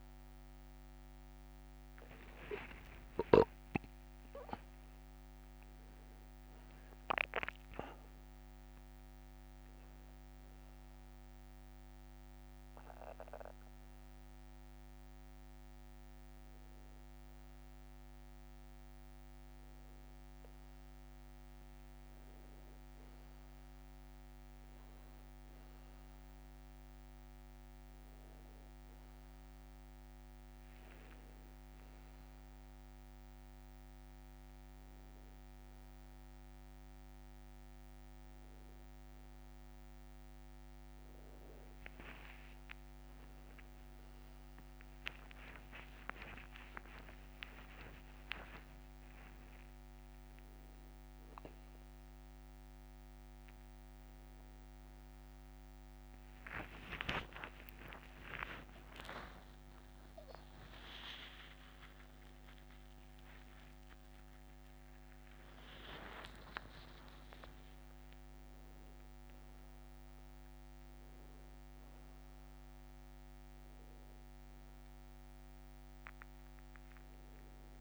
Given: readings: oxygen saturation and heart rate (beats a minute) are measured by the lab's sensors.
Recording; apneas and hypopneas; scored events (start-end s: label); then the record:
a person awake in a sleep study, by a microphone on the trachea; none
3.00-8.00 s: arousal
30.00-77.81 s: new sleep stage, awake
45.00-47.00 s: long interval between heartbeats (device-marked, heart rate 63 before, 69 extreme)
48.00-50.00 s: long interval between heartbeats (device-marked, heart rate 64 before, 82 extreme)
56.00-64.00 s: tachycardia (device-marked, heart rate 70 before, 160 extreme)
57.50-59.50 s: long interval between heartbeats (device-marked, heart rate 69 before, 81 extreme)
60.00-62.00 s: long interval between heartbeats (device-marked, heart rate 74 before, 123 extreme)
62.00-64.00 s: long interval between heartbeats (device-marked, heart rate 81 before, 156 extreme)
64.00-66.00 s: long interval between heartbeats (device-marked, heart rate 91 before, 132 extreme)
70.00-72.00 s: long interval between heartbeats (device-marked, heart rate 100 before, 77 extreme)
From the record:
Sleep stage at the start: N1 (lightest sleep); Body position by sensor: on the back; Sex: male